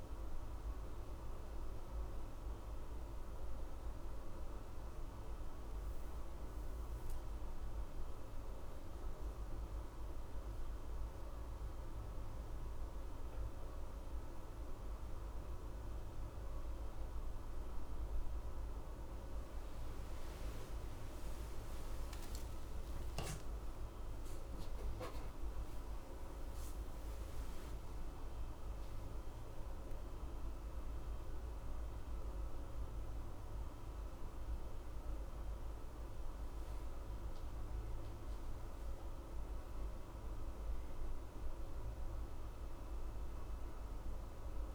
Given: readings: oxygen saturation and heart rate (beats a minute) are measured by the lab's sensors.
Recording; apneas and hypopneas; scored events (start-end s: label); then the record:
breathing in sleep, hard to hear, by a room microphone; none
21.00-26.50 s: arousal
From the record:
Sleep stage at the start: N1 (lightest sleep); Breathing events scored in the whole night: 302 in 5.8 hours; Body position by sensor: on the left side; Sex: male